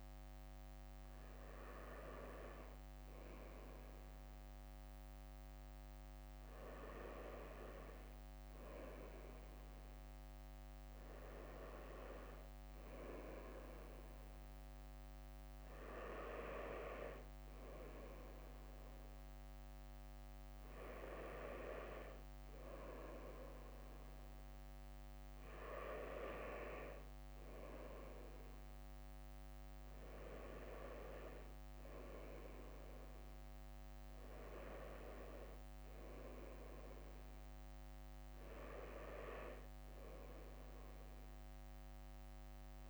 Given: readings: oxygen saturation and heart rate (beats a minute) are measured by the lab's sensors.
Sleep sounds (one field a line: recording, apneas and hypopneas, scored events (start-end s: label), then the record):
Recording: breathing in sleep by a microphone on the trachea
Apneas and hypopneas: none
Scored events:
15.00-22.00 s: bradycardia (device-marked, heart rate 63 before, 59 extreme)
18.00-19.50 s: leg movement (device-marked)
25.00-27.00 s: bradycardia (device-marked, heart rate 62 before, 60 extreme)
From the record:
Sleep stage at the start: N2 (light sleep)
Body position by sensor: on the right side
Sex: male